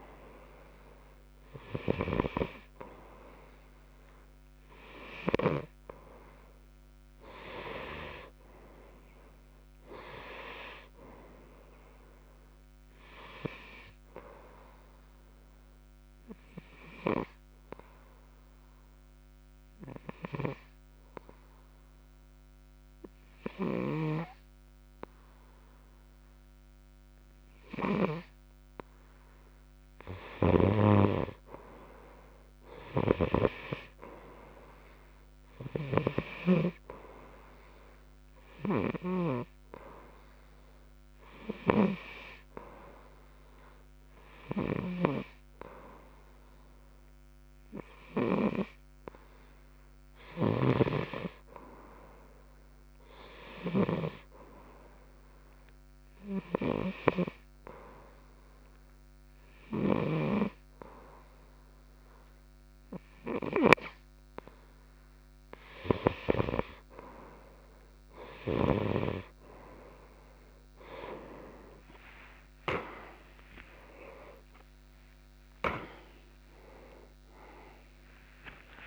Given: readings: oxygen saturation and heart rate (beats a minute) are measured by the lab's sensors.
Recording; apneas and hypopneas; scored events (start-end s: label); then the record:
breathing in sleep by a microphone on the trachea; 2
2.50-11.50 s: oxygen desaturation (device-marked, oxygen 95% before, 93% lowest)
15.50-28.50 s: obstructive apnea (oxygen 95% before, 91% lowest)
31.50-36.00 s: arousal
51.00-54.50 s: snoring (device-marked)
54.50-65.50 s: hypopnea (oxygen 96% before, 91% lowest)
74.50-78.87 s: arousal
From the record:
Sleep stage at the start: N2 (light sleep); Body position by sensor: on the right side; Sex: male